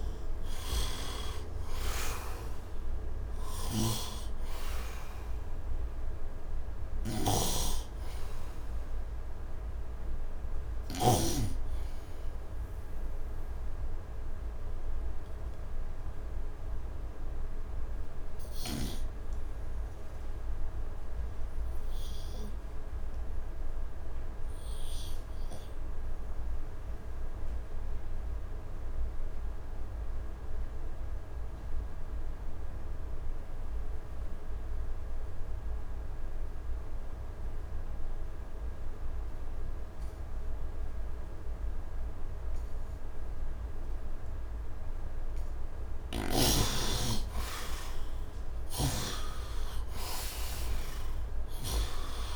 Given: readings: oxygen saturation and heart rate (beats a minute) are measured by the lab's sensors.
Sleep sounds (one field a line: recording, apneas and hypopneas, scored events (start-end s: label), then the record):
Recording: breathing in sleep by a room microphone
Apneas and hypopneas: 1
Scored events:
0.00-11.00 s: snoring (device-marked)
0.00-21.50 s: oxygen desaturation (device-marked, oxygen 68% lowest, heart rate 71 extreme)
13.00-43.00 s: obstructive apnea (oxygen 96% before, 68% lowest, heart rate 83 before, 74 extreme, up 19 after)
34.50-52.36 s: oxygen desaturation (device-marked, oxygen 100% before, 68% lowest, heart rate 75 before, 68 extreme)
45.50-49.50 s: arousal
45.50-52.36 s: snoring (device-marked)
From the record:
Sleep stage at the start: N2 (light sleep)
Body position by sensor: on the right side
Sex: male